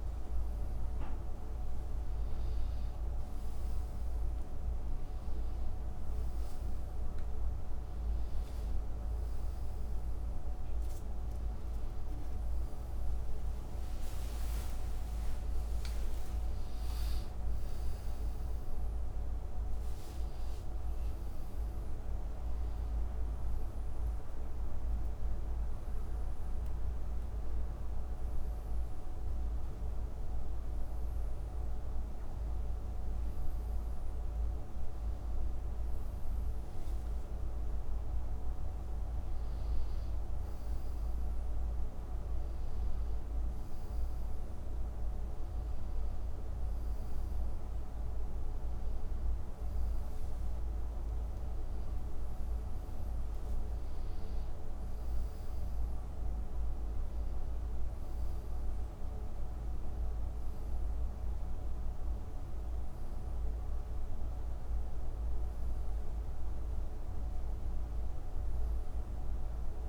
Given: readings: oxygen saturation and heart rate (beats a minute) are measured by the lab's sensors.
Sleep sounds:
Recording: a person awake in a sleep study, hard to hear, by a room microphone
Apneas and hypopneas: none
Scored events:
5.00-22.00 s: oxygen desaturation (device-marked, oxygen 96% before, 93% lowest, heart rate 86 before, 73 extreme)
From the record:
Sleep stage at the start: awake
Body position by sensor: on the back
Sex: male

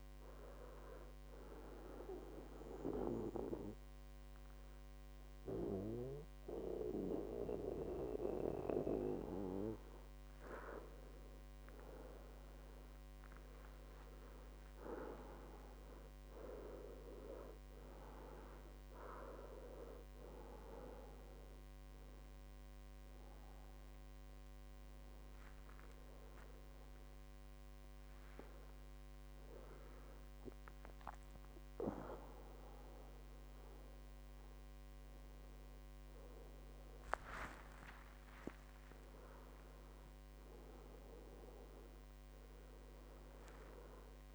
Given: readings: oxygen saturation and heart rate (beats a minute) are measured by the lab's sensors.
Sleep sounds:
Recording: breathing in sleep by a microphone on the trachea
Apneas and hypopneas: 1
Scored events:
1.50-12.50 s: obstructive apnea (oxygen 98% before, 95% lowest, heart rate 74 before, 63 extreme, up 13 after)
14.50-18.50 s: arousal
38.50-42.50 s: arousal
From the record:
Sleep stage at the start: N2 (light sleep)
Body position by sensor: on the back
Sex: male

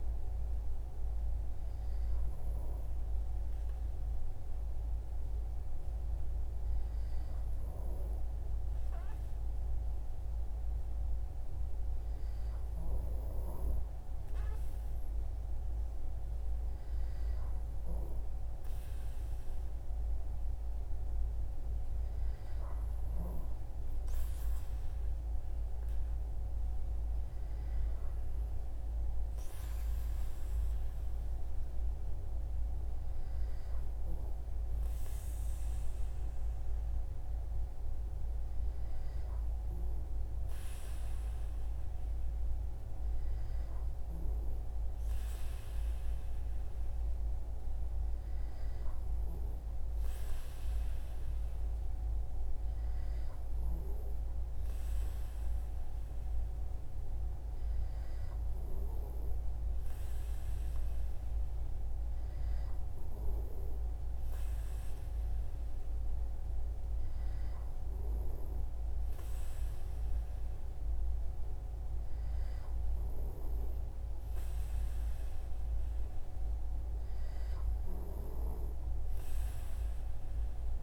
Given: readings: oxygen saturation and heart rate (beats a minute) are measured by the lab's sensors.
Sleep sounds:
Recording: breathing in sleep, hard to hear, by a room microphone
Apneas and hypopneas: none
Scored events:
none scored
From the record:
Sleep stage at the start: N2 (light sleep)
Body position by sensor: on the right side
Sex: male

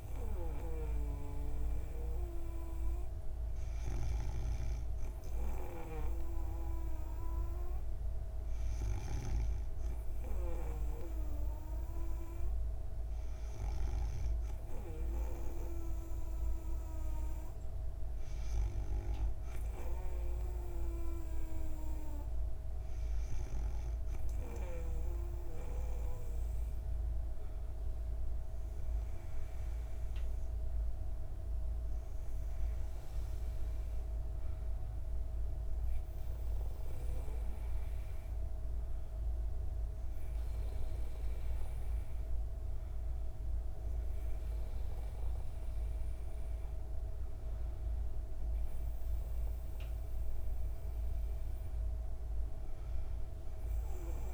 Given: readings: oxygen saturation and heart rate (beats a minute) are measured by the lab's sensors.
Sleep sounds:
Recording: breathing in sleep by a room microphone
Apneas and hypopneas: none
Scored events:
none scored
From the record:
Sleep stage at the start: N2 (light sleep)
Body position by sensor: on the back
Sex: female

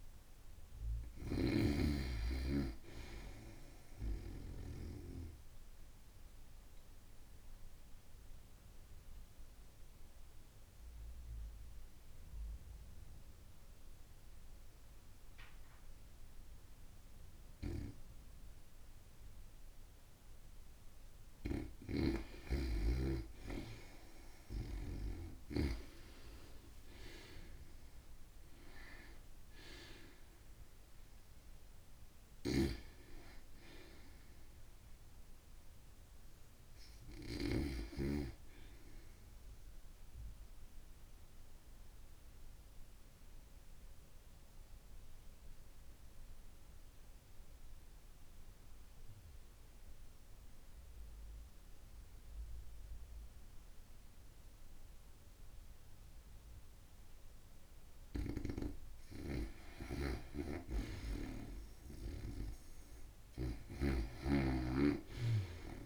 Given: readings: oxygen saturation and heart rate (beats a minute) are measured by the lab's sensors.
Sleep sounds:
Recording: breathing in sleep by a room microphone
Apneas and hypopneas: 2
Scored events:
0.00-4.50 s: snoring (device-marked)
5.00-19.50 s: obstructive apnea (oxygen 95% before, 91% lowest, heart rate 64 before, 55 extreme, up 40 after)
17.00-24.50 s: snoring (device-marked)
24.00-28.50 s: arousal
31.50-56.50 s: oxygen desaturation (device-marked, oxygen 96% before, 91% lowest, heart rate 71 before, 55 extreme)
32.00-37.50 s: snoring (device-marked)
40.00-57.00 s: obstructive apnea (oxygen 96% before, 90% lowest, heart rate 77 before, 55 extreme, up 9 after)
59.50-63.50 s: arousal
From the record:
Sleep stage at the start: N2 (light sleep)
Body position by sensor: on the back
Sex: female

